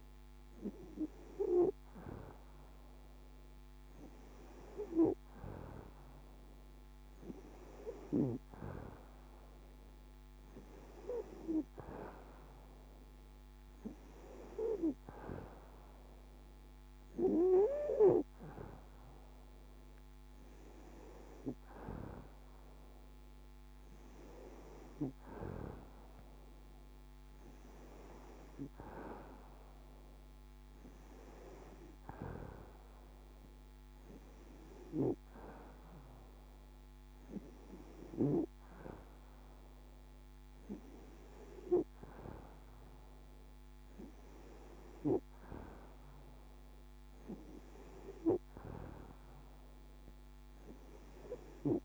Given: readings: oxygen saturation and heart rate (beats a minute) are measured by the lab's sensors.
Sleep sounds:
breathing in sleep by a microphone on the trachea; none
none scored
From the record:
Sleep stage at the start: N2 (light sleep); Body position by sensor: on the back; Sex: female

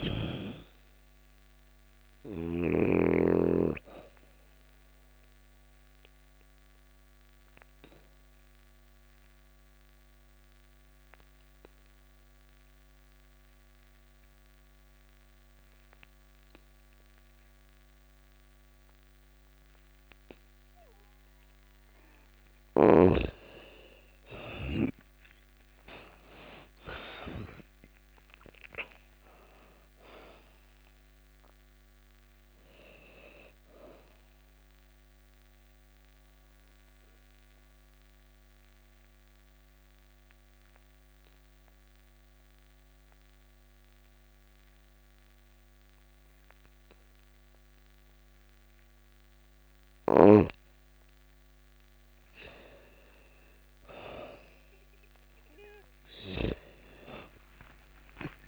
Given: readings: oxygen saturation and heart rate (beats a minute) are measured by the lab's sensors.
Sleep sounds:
breathing in sleep by a microphone on the trachea; 2
0.00-2.00 s: snoring (device-marked)
0.00-12.00 s: oxygen desaturation (device-marked, oxygen 88% lowest, heart rate 85 extreme)
2.50-21.00 s: obstructive apnea (oxygen 99% before, 85% lowest, heart rate 86 before, 84 extreme, up 7 after)
23.00-27.50 s: arousal
25.00-44.00 s: oxygen desaturation (device-marked, oxygen 97% before, 85% lowest, heart rate 87 before, 84 extreme)
33.50-51.00 s: mixed apnea (oxygen 97% before, 85% lowest, heart rate 89 before, 84 extreme, up 23 after)
49.00-55.50 s: snoring (device-marked)
54.50-58.48 s: arousal
56.00-58.48 s: oxygen desaturation (device-marked, oxygen 99% before, 87% lowest, heart rate 85 before, 85 extreme)
From the record:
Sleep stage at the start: N2 (light sleep); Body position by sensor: on the back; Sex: female

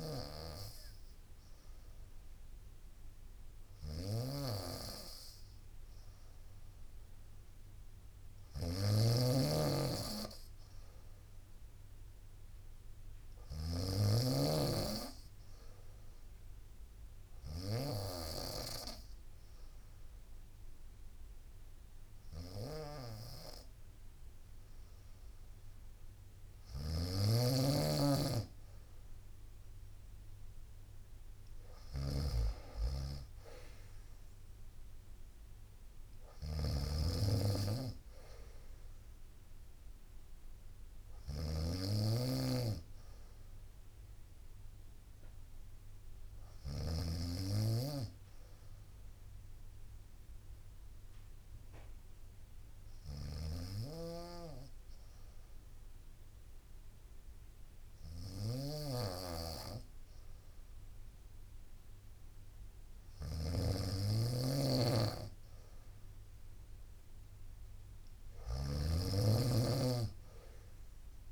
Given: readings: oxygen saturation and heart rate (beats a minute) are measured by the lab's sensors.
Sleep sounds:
breathing in sleep by a room microphone; 2
0.00-46.50 s: snoring (device-marked)
15.00-27.00 s: hypopnea (oxygen 95% before, 92% lowest, heart rate 64 before, 59 extreme, up 0 after)
29.00-33.50 s: arousal
43.00-51.00 s: bradycardia (device-marked, heart rate 63 before, 59 extreme)
47.50-62.00 s: hypopnea (oxygen 93% before, 92% lowest, heart rate 62 before, 59 extreme, up 4 after)
52.50-71.32 s: snoring (device-marked)
66.00-69.50 s: arousal
From the record:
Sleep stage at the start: N2 (light sleep); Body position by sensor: on the right side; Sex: female

